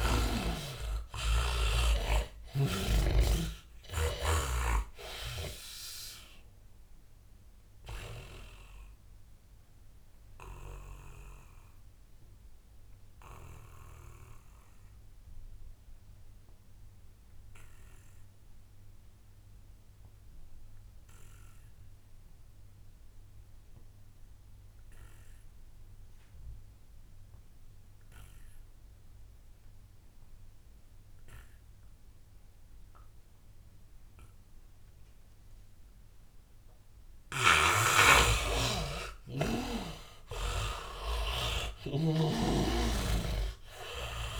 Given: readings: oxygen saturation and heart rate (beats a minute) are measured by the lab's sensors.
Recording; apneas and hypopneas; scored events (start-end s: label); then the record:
breathing in sleep by a room microphone; 1
0.00-1.50 s: arousal
0.00-23.00 s: oxygen desaturation (device-marked, oxygen 76% lowest, heart rate 73 extreme)
5.50-37.00 s: obstructive apnea (oxygen 100% before, 76% lowest, heart rate 81 before, 73 extreme, up 10 after)
35.00-44.40 s: oxygen desaturation (device-marked, oxygen 99% before, 76% lowest, heart rate 78 before, 76 extreme)
37.50-44.40 s: snoring (device-marked)
39.00-41.50 s: arousal
From the record:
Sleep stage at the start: N2 (light sleep); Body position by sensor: on the back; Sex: male